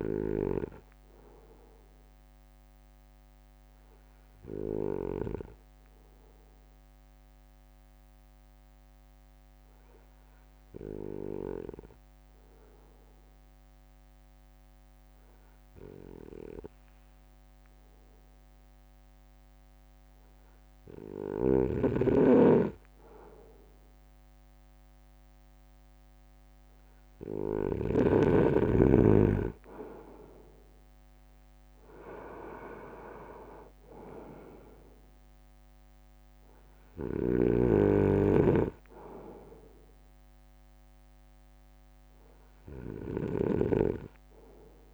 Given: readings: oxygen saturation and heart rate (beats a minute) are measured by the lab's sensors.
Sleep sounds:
breathing in sleep by a microphone on the trachea; 1
0.50-21.50 s: obstructive apnea (oxygen 97% before, 94% lowest, heart rate 55 before, 48 extreme, up 0 after)
24.50-28.00 s: arousal
32.00-44.93 s: drop in pulse transit time (device-marked, heart rate 55 before, 48 extreme)
37.00-43.50 s: snoring (device-marked)
From the record:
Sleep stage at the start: N2 (light sleep); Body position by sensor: on the front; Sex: male

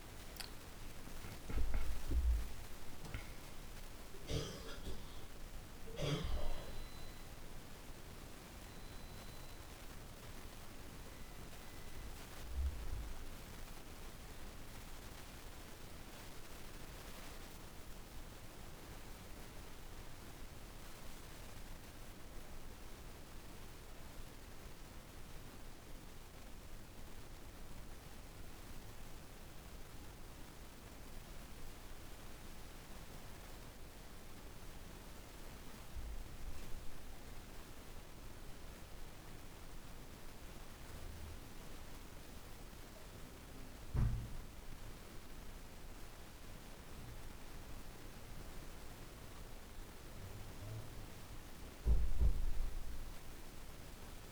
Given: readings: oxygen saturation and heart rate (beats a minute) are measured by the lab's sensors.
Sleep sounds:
breathing in sleep, hard to hear, by a room microphone; 1
0.00-21.00 s: oxygen desaturation (device-marked, oxygen 85% lowest)
27.50-38.50 s: hypopnea (oxygen 98% before, 94% lowest)
41.50-45.00 s: arousal
From the record:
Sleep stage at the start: N2 (light sleep); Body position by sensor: on the back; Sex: female

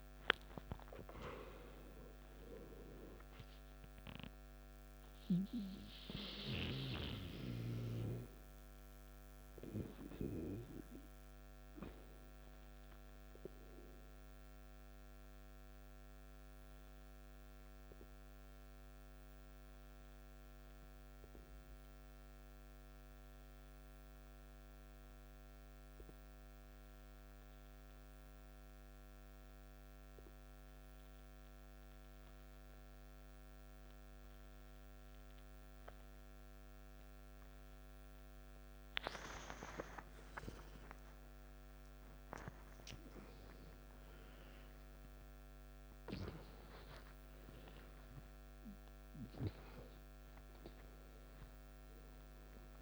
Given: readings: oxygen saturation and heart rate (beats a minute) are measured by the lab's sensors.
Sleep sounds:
breathing in sleep by a microphone on the trachea; 1
7.50-24.50 s: oxygen desaturation (device-marked, oxygen 95% before, 92% lowest, heart rate 60 before, 54 extreme)
9.50-39.00 s: obstructive apnea (oxygen 97% before, 90% lowest, heart rate 61 before, 53 extreme, up 13 after)
37.50-52.82 s: oxygen desaturation (device-marked, oxygen 98% before, 90% lowest, heart rate 55 before, 52 extreme)
40.00-45.50 s: arousal
From the record:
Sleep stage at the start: N2 (light sleep); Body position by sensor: on the back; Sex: male

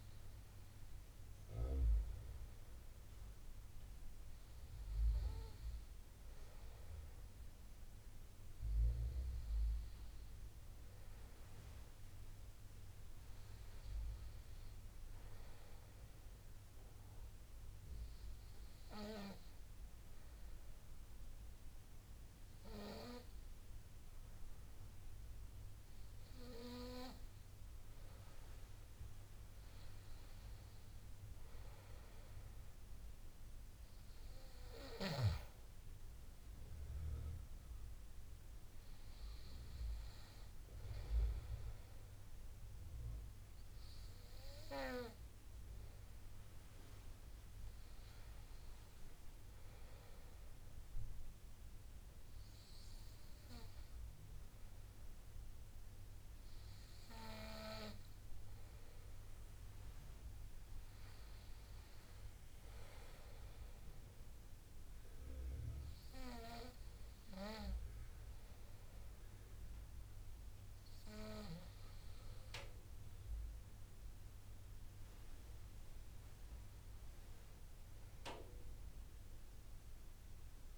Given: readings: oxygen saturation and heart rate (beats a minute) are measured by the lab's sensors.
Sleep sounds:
breathing in sleep by a room microphone; 1
0.00-1.00 s: oxygen desaturation (device-marked, oxygen 92% lowest, heart rate 75 extreme)
18.50-29.50 s: hypopnea (oxygen 95% before, 91% lowest, heart rate 80 before, 74 extreme, up 4 after)
32.50-36.00 s: arousal
39.00-51.00 s: oxygen desaturation (device-marked, oxygen 95% before, 91% lowest, heart rate 78 before, 74 extreme)
74.50-78.00 s: arousal
From the record:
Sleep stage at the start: N2 (light sleep); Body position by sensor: on the back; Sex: male

